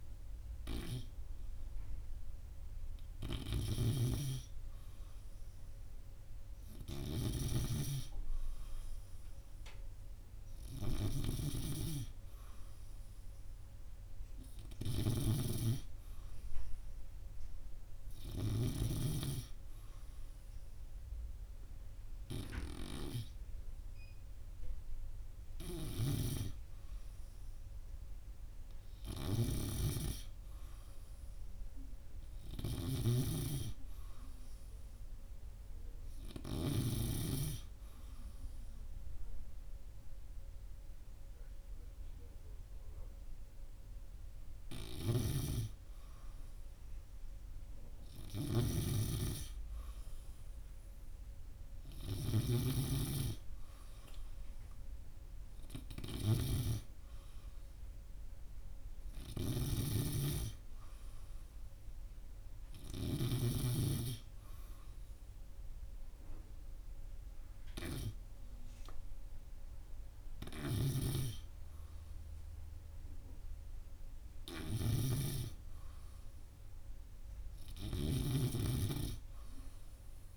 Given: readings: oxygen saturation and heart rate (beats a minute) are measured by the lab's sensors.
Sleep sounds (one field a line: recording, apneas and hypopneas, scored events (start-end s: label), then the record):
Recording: breathing in sleep by a room microphone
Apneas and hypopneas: none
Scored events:
none scored
From the record:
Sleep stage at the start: N2 (light sleep)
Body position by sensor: on the right side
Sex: male